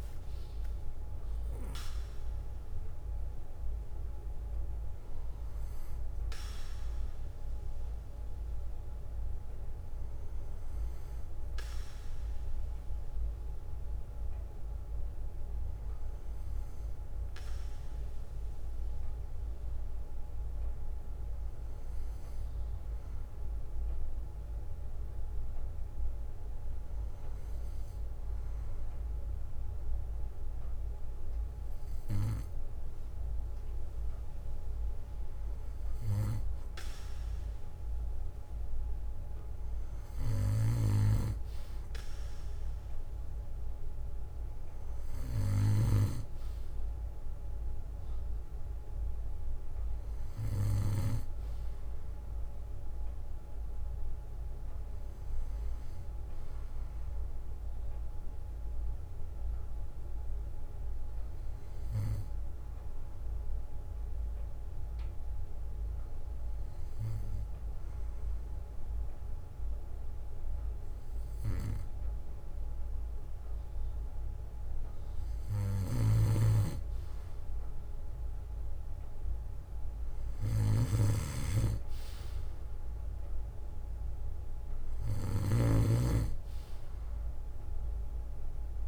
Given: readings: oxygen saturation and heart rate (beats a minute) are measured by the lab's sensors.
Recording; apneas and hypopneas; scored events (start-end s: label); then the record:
breathing in sleep by a room microphone; 1
2.00-20.00 s: oxygen desaturation (device-marked, oxygen 95% before, 91% lowest, heart rate 61 before, 56 extreme)
6.00-8.00 s: bradycardia (device-marked, heart rate 60 before, 58 extreme)
9.00-11.00 s: bradycardia (device-marked, heart rate 60 before, 58 extreme)
14.00-19.00 s: bradycardia (device-marked, heart rate 60 before, 58 extreme)
21.00-24.00 s: bradycardia (device-marked, heart rate 60 before, 58 extreme)
26.00-28.00 s: bradycardia (device-marked, heart rate 60 before, 59 extreme)
45.00-47.00 s: bradycardia (device-marked, heart rate 60 before, 61 extreme)
55.50-59.00 s: arousal
58.00-67.00 s: bradycardia (device-marked, heart rate 60 before, 56 extreme)
61.50-73.50 s: hypopnea (oxygen 95% before, 93% lowest, heart rate 61 before, 59 extreme, up 3 after)
75.50-79.00 s: arousal
From the record:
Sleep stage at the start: N2 (light sleep); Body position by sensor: on the back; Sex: male